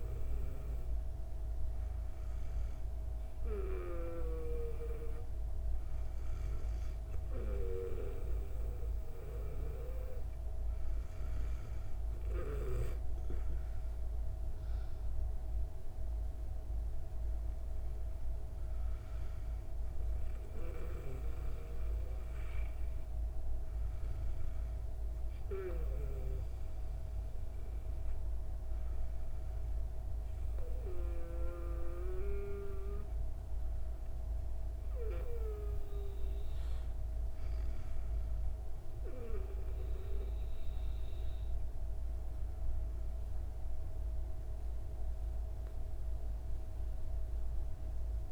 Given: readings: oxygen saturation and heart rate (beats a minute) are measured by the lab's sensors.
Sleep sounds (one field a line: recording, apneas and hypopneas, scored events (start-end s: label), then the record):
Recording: breathing in sleep by a room microphone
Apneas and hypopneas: none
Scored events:
none scored
From the record:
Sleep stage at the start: N2 (light sleep)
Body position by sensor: on the back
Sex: female